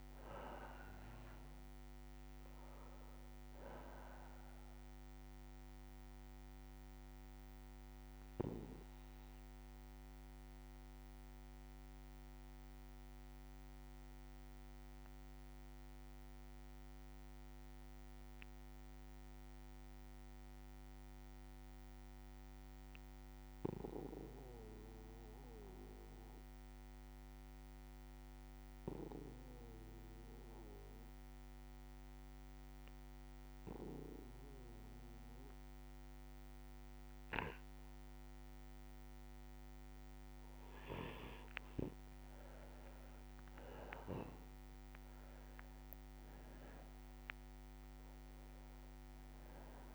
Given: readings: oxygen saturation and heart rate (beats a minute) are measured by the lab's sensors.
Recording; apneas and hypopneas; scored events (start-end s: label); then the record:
breathing in sleep by a microphone on the trachea; 1
0.00-20.00 s: oxygen desaturation (device-marked, oxygen 93% lowest, heart rate 57 extreme)
9.00-28.00 s: bradycardia (device-marked, heart rate 62 before, 57 extreme)
10.00-40.00 s: obstructive apnea (oxygen 99% before, 93% lowest, heart rate 63 before, 57 extreme, up 21 after)
32.00-49.95 s: oxygen desaturation (device-marked, oxygen 99% before, 94% lowest, heart rate 58 before, 59 extreme)
42.00-46.50 s: arousal
47.50-49.50 s: long interval between heartbeats (device-marked, heart rate 61 before, 81 extreme)
From the record:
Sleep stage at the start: N2 (light sleep); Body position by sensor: on the back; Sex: male